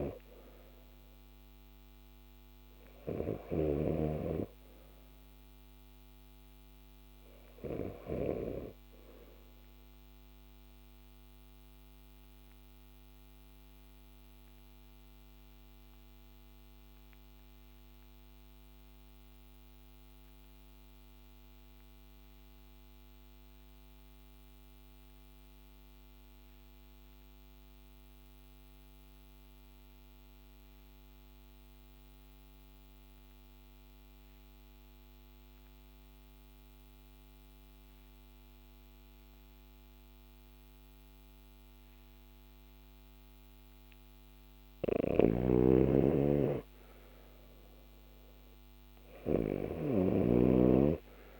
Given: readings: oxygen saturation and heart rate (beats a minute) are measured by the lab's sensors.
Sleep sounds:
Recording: breathing in sleep by a microphone on the trachea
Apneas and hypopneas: 1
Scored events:
0.00-16.00 s: oxygen desaturation (device-marked, oxygen 88% lowest, heart rate 50 extreme)
10.50-43.50 s: obstructive apnea (oxygen 96% before, 88% lowest, heart rate 55 before, 50 extreme, up 5 after)
44.50-51.40 s: snoring (device-marked)
46.00-49.50 s: arousal
From the record:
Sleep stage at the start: REM sleep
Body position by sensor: on the left side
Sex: male

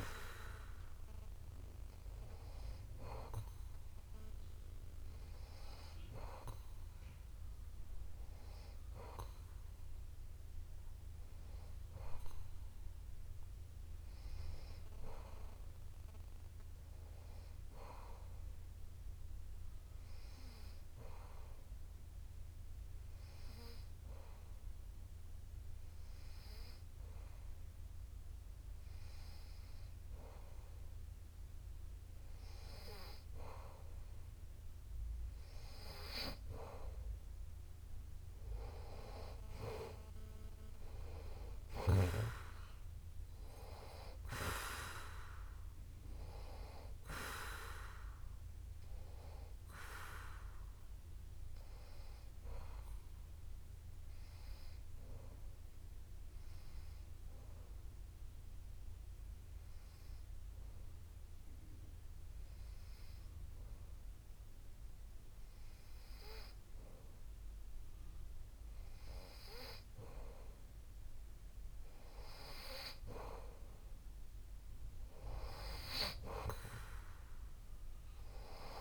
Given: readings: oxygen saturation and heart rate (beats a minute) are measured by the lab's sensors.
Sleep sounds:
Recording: breathing in sleep by a room microphone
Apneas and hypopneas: 2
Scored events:
0.00-7.50 s: oxygen desaturation (device-marked, oxygen 92% lowest)
9.50-13.50 s: arousal
20.50-33.00 s: hypopnea (oxygen 95% before, 91% lowest, heart rate 44 before, 59 extreme)
35.50-39.50 s: arousal
54.00-67.00 s: obstructive apnea (oxygen 94% before, 91% lowest, heart rate 147 before, 70 extreme, up 21 after)
69.00-72.00 s: arousal
From the record:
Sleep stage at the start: N2 (light sleep)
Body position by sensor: on the back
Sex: male

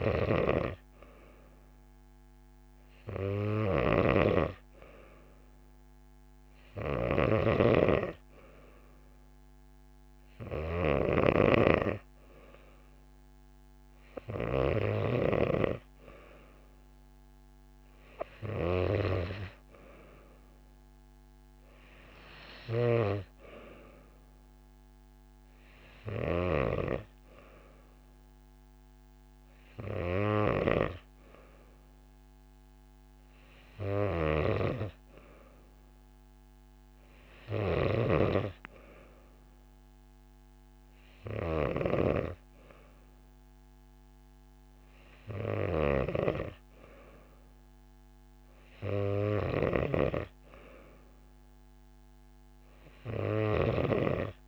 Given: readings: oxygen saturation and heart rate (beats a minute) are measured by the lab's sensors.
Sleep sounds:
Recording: breathing in sleep by a microphone on the trachea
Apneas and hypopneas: none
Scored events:
0.00-9.00 s: bradycardia (device-marked)
0.00-14.50 s: snoring (device-marked)
30.00-53.50 s: snoring (device-marked)
42.00-54.48 s: new sleep stage, awake
From the record:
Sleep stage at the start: N2 (light sleep)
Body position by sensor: on the back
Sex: female

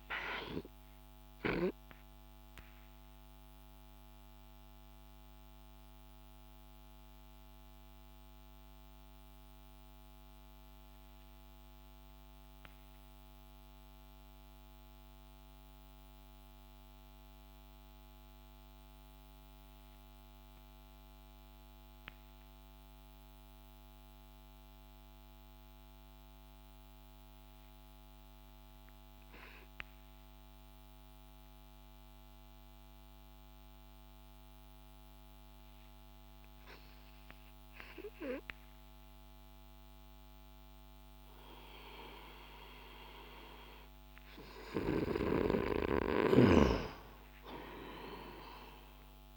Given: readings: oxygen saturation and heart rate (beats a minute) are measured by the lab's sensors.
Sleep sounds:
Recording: breathing in sleep by a microphone on the trachea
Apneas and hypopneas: 1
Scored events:
2.50-44.50 s: mixed apnea (oxygen 96% before, 92% lowest)
46.50-49.37 s: arousal
From the record:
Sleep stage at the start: N2 (light sleep)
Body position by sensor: on the back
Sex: male

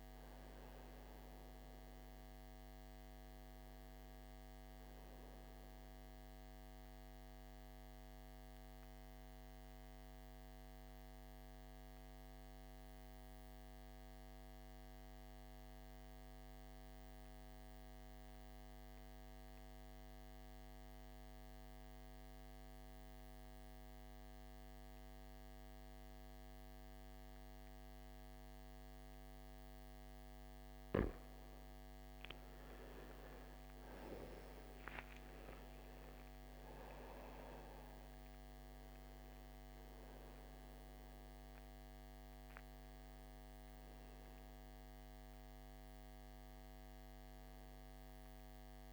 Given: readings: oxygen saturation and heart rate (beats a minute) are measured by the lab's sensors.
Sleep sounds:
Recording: breathing in sleep, hard to hear, by a microphone on the trachea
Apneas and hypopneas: 1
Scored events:
0.00-20.00 s: oxygen desaturation (device-marked, oxygen 86% lowest, heart rate 56 extreme)
9.00-30.00 s: mixed apnea (oxygen 97% before, 85% lowest, heart rate 64 before, 56 extreme, up 10 after)
32.00-48.93 s: oxygen desaturation (device-marked, oxygen 98% before, 85% lowest, heart rate 59 before, 53 extreme)
34.00-37.00 s: arousal
From the record:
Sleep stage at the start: N2 (light sleep)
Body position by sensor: on the back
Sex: male

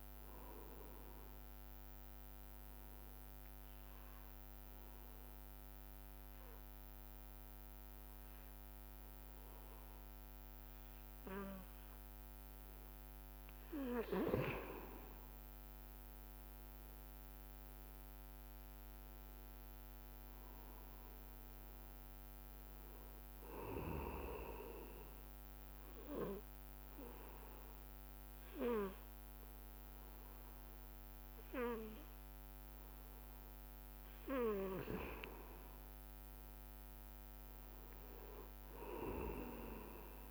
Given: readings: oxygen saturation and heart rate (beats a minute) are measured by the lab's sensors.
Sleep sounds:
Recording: breathing in sleep by a microphone on the trachea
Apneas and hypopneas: 2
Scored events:
0.00-7.00 s: oxygen desaturation (device-marked, oxygen 92% lowest, heart rate 58 extreme)
3.00-14.00 s: obstructive apnea (oxygen 98% before, 92% lowest, heart rate 65 before, 58 extreme, up 2 after)
16.50-21.50 s: arousal
24.00-38.00 s: oxygen desaturation (device-marked, oxygen 99% before, 94% lowest, heart rate 63 before, 58 extreme)
25.00-35.00 s: obstructive apnea (oxygen 99% before, 93% lowest, heart rate 62 before, 58 extreme, up 5 after)
36.00-39.50 s: arousal
From the record:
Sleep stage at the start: N2 (light sleep)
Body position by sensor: on the back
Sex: male

